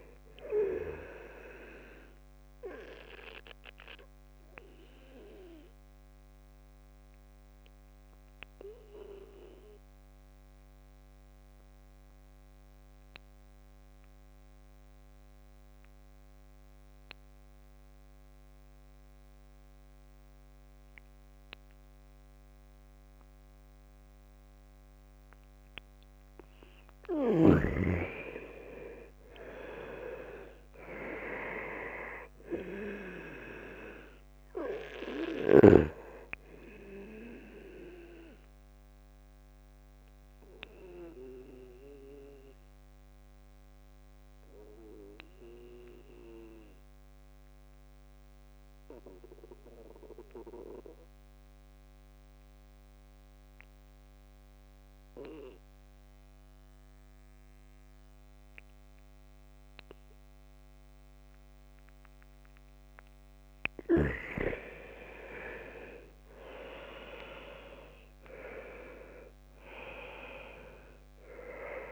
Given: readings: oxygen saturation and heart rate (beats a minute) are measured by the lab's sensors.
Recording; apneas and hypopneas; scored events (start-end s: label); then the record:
breathing in sleep by a microphone on the trachea; 2
0.00-18.50 s: oxygen desaturation (device-marked, oxygen 86% lowest, heart rate 61 extreme)
3.00-25.50 s: obstructive apnea (oxygen 96% before, 83% lowest, heart rate 63 before, 61 extreme, up 5 after)
28.00-31.50 s: arousal
28.50-52.50 s: oxygen desaturation (device-marked, oxygen 98% before, 83% lowest, heart rate 64 before, 62 extreme)
39.00-62.50 s: obstructive apnea (oxygen 98% before, 82% lowest, heart rate 67 before, 60 extreme, up 6 after)
64.00-69.50 s: arousal
66.50-71.92 s: oxygen desaturation (device-marked, oxygen 98% before, 82% lowest, heart rate 67 before, 60 extreme)
From the record:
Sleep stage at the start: N2 (light sleep); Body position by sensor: on the back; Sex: male